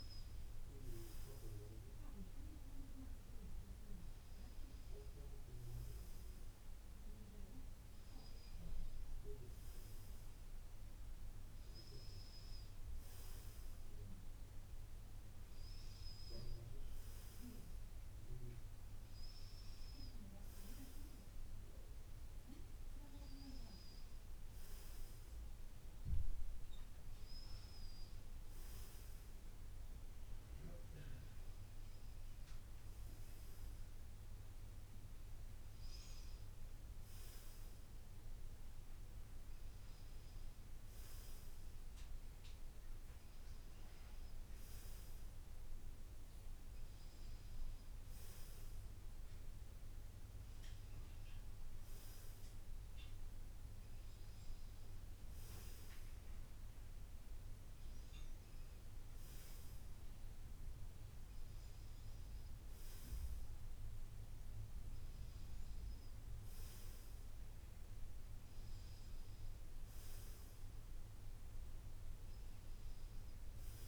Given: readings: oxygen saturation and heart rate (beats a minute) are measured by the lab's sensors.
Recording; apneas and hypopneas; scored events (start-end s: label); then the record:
breathing in sleep, hard to hear, by a room microphone; none
none scored
From the record:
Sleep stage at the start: N2 (light sleep); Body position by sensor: on the front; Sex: male